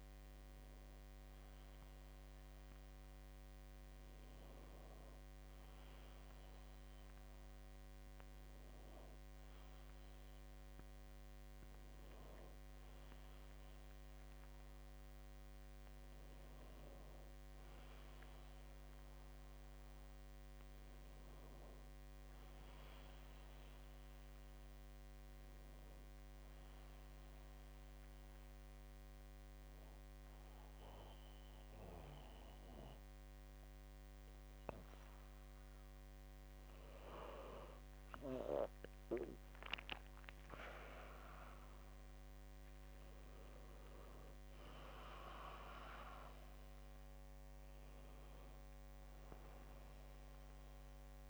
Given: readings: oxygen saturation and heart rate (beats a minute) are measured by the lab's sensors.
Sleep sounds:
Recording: breathing in sleep by a microphone on the trachea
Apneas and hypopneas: 1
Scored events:
27.00-38.00 s: obstructive apnea (oxygen 99% before, 95% lowest, heart rate 67 before, 66 extreme, up 2 after)
40.00-43.50 s: arousal
From the record:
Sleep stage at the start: N2 (light sleep)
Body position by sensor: on the back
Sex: male

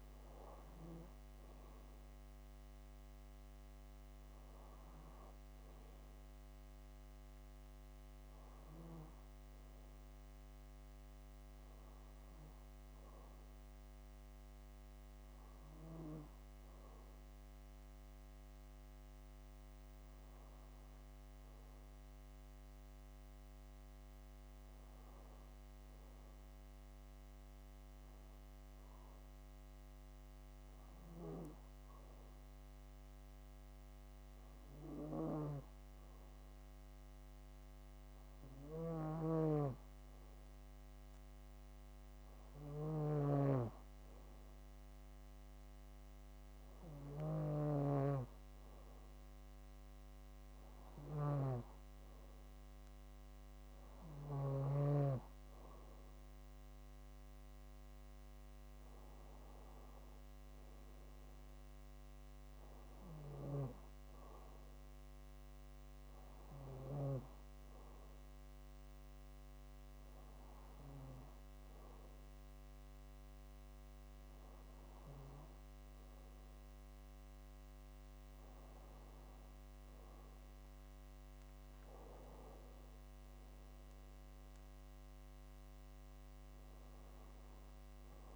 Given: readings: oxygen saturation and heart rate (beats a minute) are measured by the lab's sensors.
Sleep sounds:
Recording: breathing in sleep by a microphone on the trachea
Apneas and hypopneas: none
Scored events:
38.50-54.50 s: snoring (device-marked)
57.00-76.00 s: oxygen desaturation (device-marked, oxygen 97% before, 94% lowest, heart rate 68 before, 60 extreme)
From the record:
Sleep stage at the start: N2 (light sleep)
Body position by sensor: on the back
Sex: female

